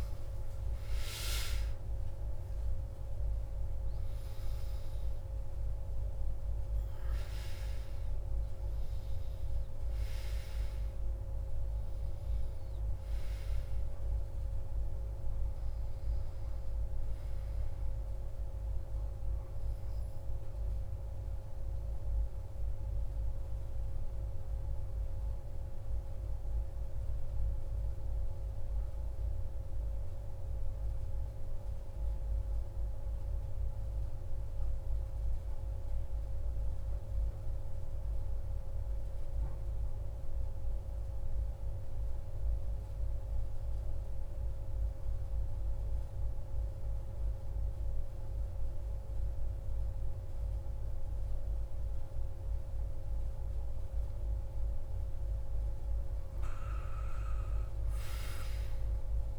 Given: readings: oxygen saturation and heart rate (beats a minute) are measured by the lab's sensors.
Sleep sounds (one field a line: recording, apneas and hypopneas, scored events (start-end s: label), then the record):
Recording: breathing in sleep, hard to hear, by a room microphone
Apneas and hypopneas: 1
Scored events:
0.00-18.00 s: oxygen desaturation (device-marked, oxygen 88% lowest)
20.00-53.50 s: central apnea (oxygen 98% before, 93% lowest)
51.00-59.39 s: oxygen desaturation (device-marked, oxygen 97% before, 93% lowest)
54.50-58.50 s: arousal
From the record:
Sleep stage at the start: N2 (light sleep)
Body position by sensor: on the back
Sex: male